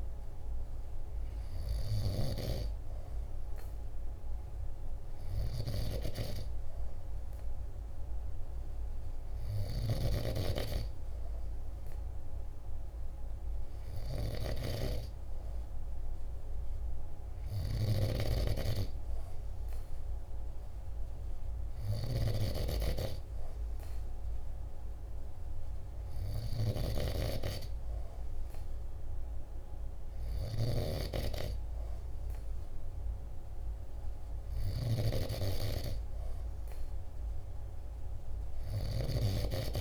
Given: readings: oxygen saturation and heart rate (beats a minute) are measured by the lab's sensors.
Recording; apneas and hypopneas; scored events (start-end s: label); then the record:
breathing in sleep by a room microphone; none
29.50-39.81 s: snoring (device-marked)
From the record:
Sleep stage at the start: N2 (light sleep); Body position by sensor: on the back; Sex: male